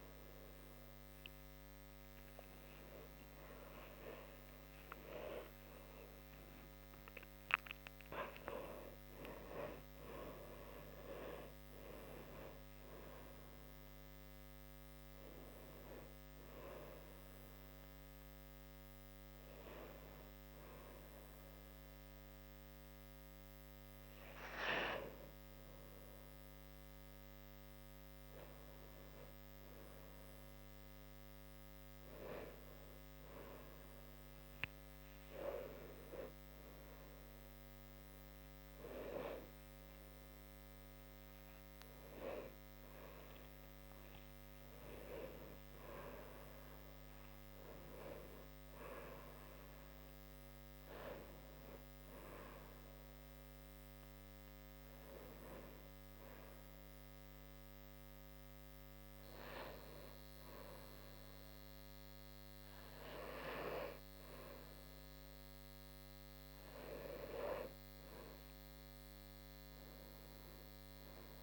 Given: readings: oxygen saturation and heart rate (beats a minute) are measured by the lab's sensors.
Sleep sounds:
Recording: a person partly awake in a sleep study, by a microphone on the trachea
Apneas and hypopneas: 1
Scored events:
14.00-44.00 s: new sleep stage, N1 (lightest sleep)
36.00-41.50 s: arousal
44.00-71.43 s: new sleep stage, N2 (light sleep)
53.00-66.00 s: hypopnea (oxygen 97% before, 94% lowest)
68.50-71.43 s: arousal
From the record:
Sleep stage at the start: awake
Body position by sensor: on the right side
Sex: female

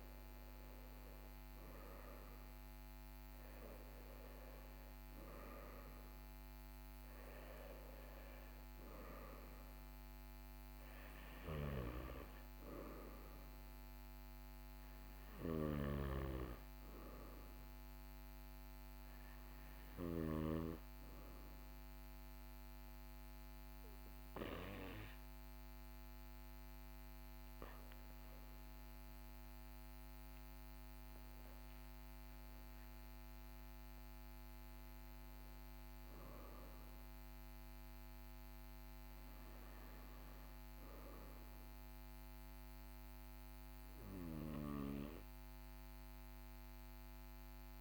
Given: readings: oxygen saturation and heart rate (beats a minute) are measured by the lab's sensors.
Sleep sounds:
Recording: breathing in sleep by a microphone on the trachea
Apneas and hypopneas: none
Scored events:
0.00-1.50 s: arousal
0.00-29.50 s: oxygen desaturation (device-marked, oxygen 91% lowest, heart rate 41 extreme)
32.00-36.00 s: arousal
From the record:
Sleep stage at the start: N2 (light sleep)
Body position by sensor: on the right side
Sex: male

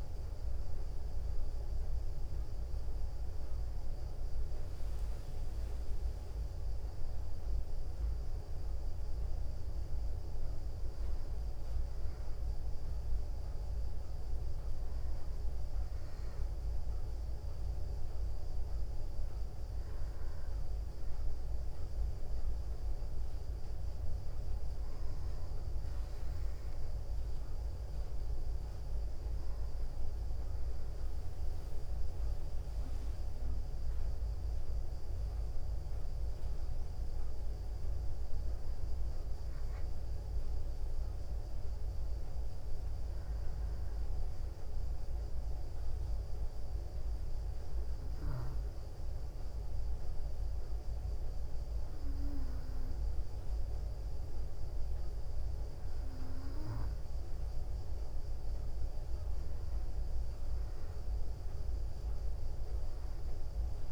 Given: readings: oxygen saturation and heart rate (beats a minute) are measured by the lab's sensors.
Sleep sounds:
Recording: breathing in sleep, hard to hear, by a room microphone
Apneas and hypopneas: 2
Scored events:
0.00-1.50 s: arousal
11.00-24.00 s: hypopnea (oxygen 93% before, 90% lowest, heart rate 61 before, 60 extreme, up 1 after)
25.50-28.50 s: arousal
43.50-57.50 s: hypopnea (oxygen 93% before, 90% lowest, heart rate 61 before, 60 extreme, up 2 after)
60.50-63.92 s: arousal
From the record:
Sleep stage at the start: N2 (light sleep)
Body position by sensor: on the back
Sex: female

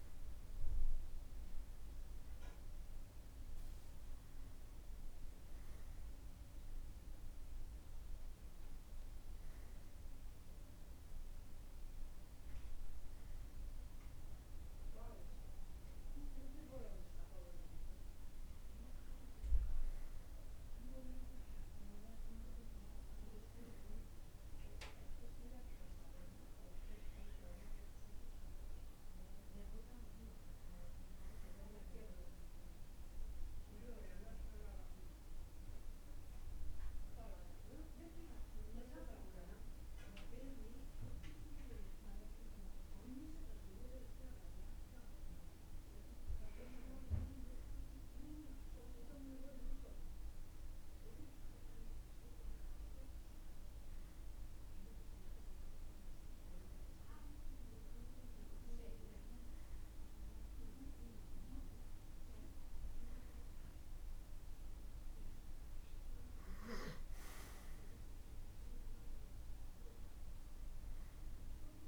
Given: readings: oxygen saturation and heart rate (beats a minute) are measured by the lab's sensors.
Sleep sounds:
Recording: breathing in sleep by a room microphone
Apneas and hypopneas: none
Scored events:
none scored
From the record:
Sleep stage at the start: N2 (light sleep)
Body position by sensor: on the right side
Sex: male

